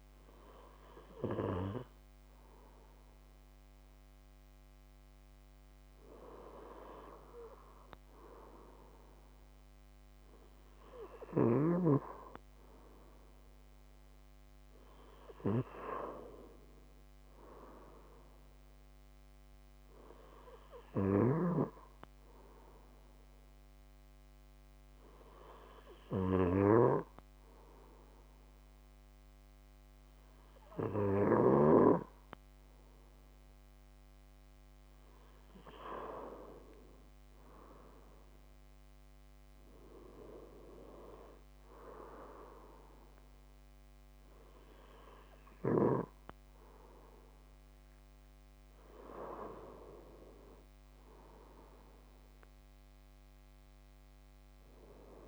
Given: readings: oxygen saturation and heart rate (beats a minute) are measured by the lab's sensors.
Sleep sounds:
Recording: breathing in sleep by a microphone on the trachea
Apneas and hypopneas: 1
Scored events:
22.00-34.50 s: hypopnea (oxygen 95% before, 92% lowest, heart rate 125 before, 105 extreme, up 47 after)
36.50-40.00 s: arousal
From the record:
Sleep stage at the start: N2 (light sleep)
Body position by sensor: on the left side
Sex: male

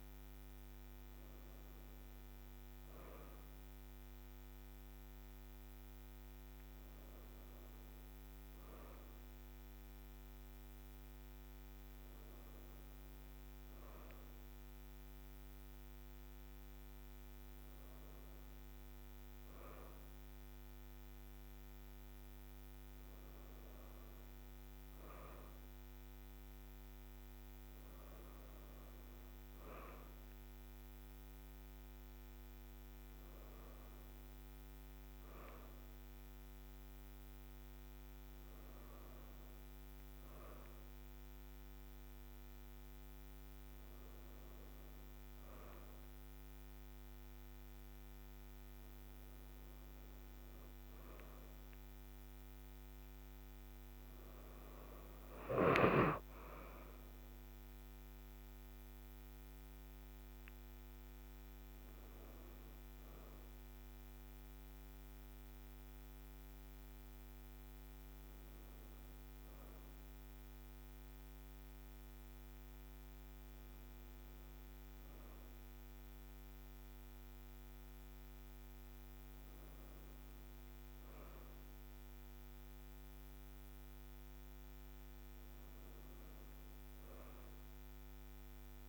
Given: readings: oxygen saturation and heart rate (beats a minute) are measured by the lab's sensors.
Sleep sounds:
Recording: breathing in sleep, hard to hear, by a microphone on the trachea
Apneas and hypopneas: none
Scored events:
none scored
From the record:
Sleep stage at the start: N2 (light sleep)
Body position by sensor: on the right side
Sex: female

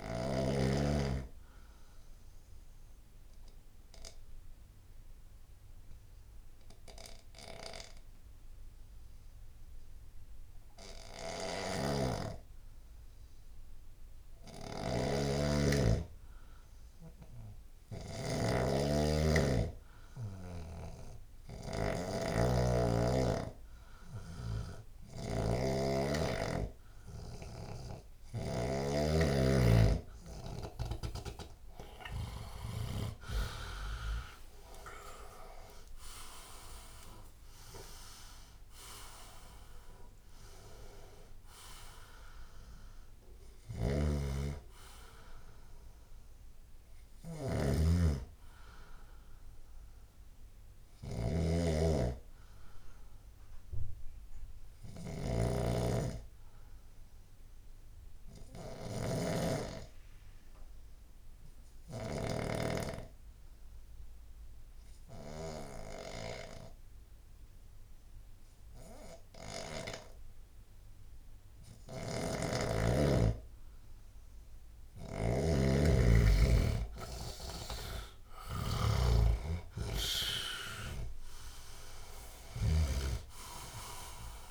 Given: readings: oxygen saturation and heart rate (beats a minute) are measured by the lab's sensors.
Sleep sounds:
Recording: breathing in sleep by a room microphone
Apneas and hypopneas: 2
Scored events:
0.00-7.50 s: oxygen desaturation (device-marked, oxygen 87% lowest, heart rate 64 extreme)
1.00-14.50 s: obstructive apnea (oxygen 96% before, 87% lowest, heart rate 78 before, 64 extreme, up 5 after)
11.50-28.50 s: snoring (device-marked)
18.50-55.50 s: oxygen desaturation (device-marked, oxygen 98% before, 89% lowest, heart rate 78 before, 62 extreme)
33.00-38.00 s: arousal
43.50-62.50 s: snoring (device-marked)
57.00-72.00 s: obstructive apnea (oxygen 97% before, 85% lowest, heart rate 81 before, 65 extreme, up 15 after)
72.00-83.00 s: snoring (device-marked)
72.50-84.50 s: oxygen desaturation (device-marked, oxygen 98% before, 85% lowest, heart rate 72 before, 63 extreme)
74.00-77.50 s: arousal
From the record:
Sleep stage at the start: N2 (light sleep)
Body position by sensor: on the left side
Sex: male

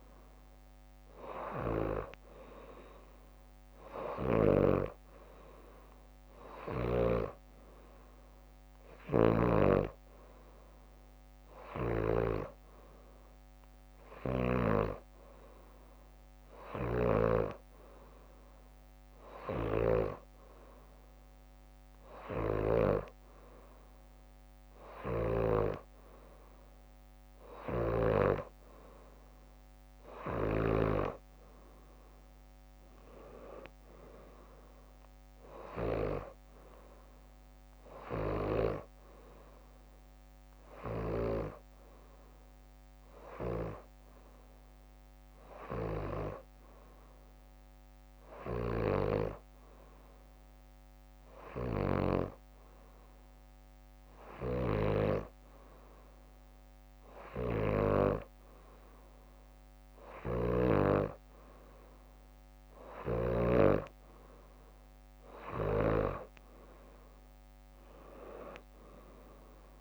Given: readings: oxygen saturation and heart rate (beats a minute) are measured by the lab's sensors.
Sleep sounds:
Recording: breathing in sleep by a microphone on the trachea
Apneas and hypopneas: none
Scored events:
0.00-4.50 s: snoring (device-marked)
1.50-17.50 s: drop in pulse transit time (device-marked, heart rate 62 before, 61 extreme)
16.00-17.00 s: leg movement (device-marked)
16.50-20.00 s: snoring (device-marked)
24.50-28.00 s: snoring (device-marked)
48.00-52.00 s: snoring (device-marked)
54.00-60.50 s: snoring (device-marked)
From the record:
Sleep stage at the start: N2 (light sleep)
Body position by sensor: upright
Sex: female

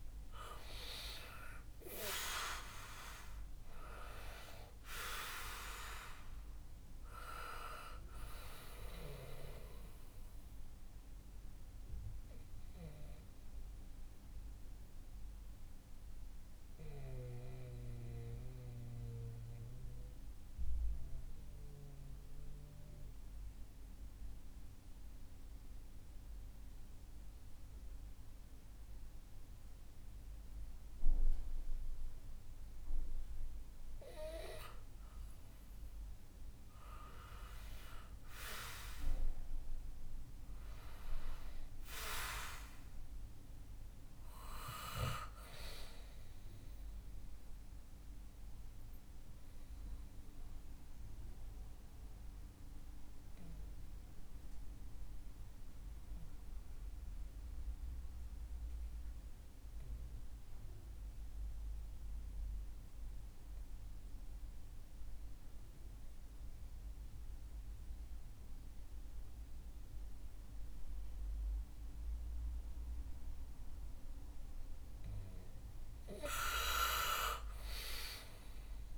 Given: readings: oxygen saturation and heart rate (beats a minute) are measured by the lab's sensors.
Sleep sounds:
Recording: breathing in sleep by a room microphone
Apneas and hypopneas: 2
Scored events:
0.00-3.50 s: arousal
10.00-33.50 s: obstructive apnea (oxygen 97% before, 92% lowest, heart rate 64 before, 60 extreme, up 2 after)
35.00-39.00 s: arousal
47.50-74.50 s: obstructive apnea (oxygen 98% before, 91% lowest, heart rate 64 before, 59 extreme, up 6 after)
74.00-78.98 s: oxygen desaturation (device-marked, oxygen 98% before, 91% lowest, heart rate 62 before, 59 extreme)
76.00-78.98 s: arousal
From the record:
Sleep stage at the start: N2 (light sleep)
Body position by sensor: on the back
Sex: male

